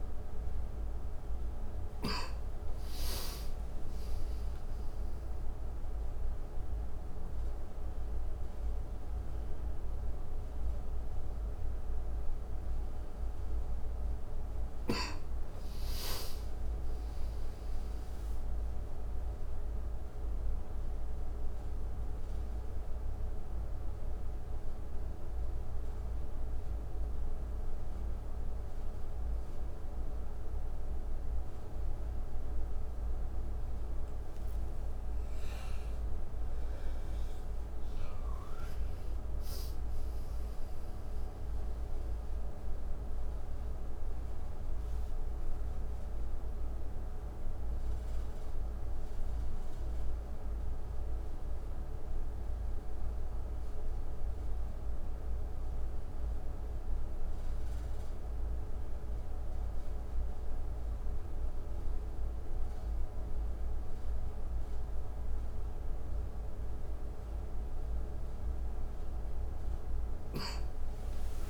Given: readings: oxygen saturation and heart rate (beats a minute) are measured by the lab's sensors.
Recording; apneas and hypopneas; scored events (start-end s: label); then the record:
a person awake in a sleep study, hard to hear, by a room microphone; 1
47.50-65.00 s: obstructive apnea (oxygen 93% before, 91% lowest, heart rate 76 before, 64 extreme, up 5 after)
54.00-71.50 s: new sleep stage, N1 (lightest sleep)
From the record:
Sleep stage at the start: awake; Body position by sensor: on the right side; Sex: male